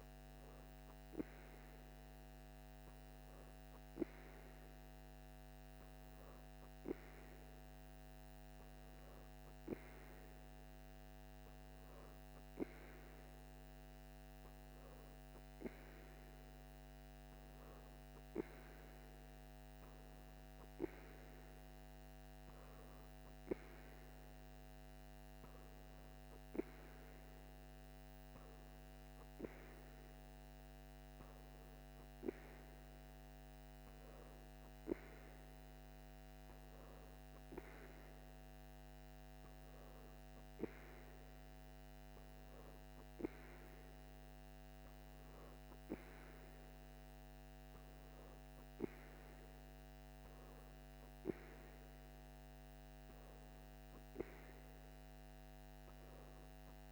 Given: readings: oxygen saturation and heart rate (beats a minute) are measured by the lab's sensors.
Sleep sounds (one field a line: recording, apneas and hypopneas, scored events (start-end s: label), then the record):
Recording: breathing in sleep by a microphone on the trachea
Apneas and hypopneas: none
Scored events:
none scored
From the record:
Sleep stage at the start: N3 (deep sleep)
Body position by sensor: on the back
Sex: female